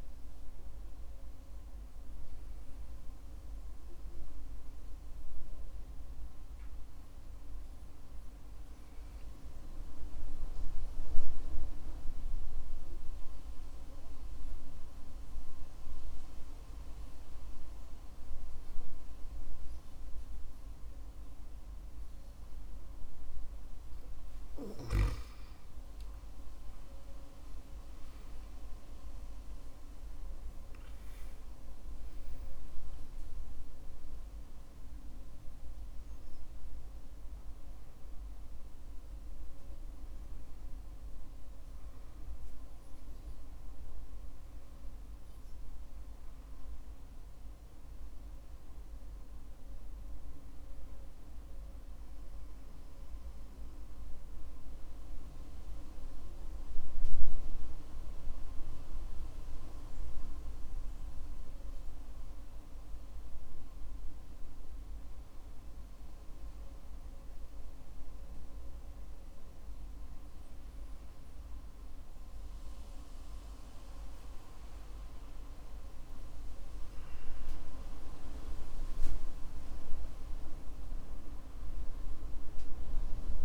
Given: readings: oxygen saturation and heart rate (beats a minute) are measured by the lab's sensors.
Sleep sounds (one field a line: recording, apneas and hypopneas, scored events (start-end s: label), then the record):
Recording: breathing in sleep, hard to hear, by a room microphone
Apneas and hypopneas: 2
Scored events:
2.00-23.50 s: hypopnea (oxygen 96% before, 92% lowest, heart rate 56 before, 53 extreme, up 16 after)
26.50-30.50 s: arousal
60.50-74.50 s: hypopnea (oxygen 97% before, 95% lowest, heart rate 56 before, 48 extreme, up 19 after)
76.00-79.50 s: arousal
From the record:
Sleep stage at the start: N2 (light sleep)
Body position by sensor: on the back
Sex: male